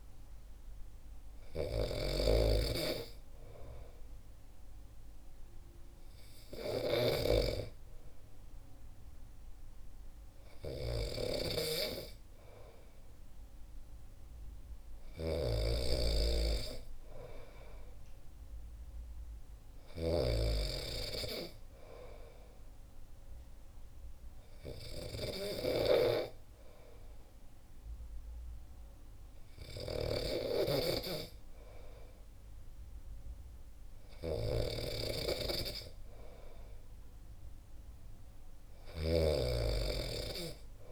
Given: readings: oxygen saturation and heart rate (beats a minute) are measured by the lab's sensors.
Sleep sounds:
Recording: breathing in sleep by a room microphone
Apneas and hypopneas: none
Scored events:
0.00-40.92 s: snoring (device-marked)
From the record:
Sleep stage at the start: N2 (light sleep)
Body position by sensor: on the back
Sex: male

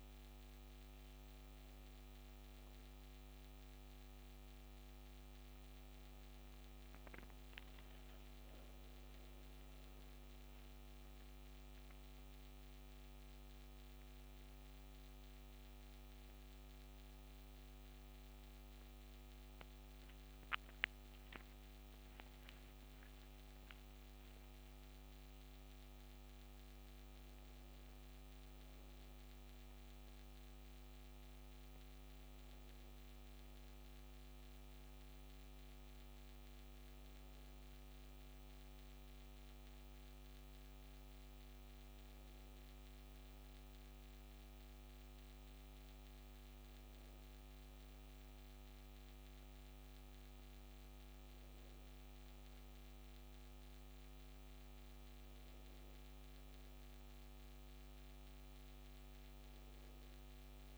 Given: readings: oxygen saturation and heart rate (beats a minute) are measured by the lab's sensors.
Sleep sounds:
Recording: breathing in sleep, hard to hear, by a microphone on the trachea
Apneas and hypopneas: none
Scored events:
none scored
From the record:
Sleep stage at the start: N2 (light sleep)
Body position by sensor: on the back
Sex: female

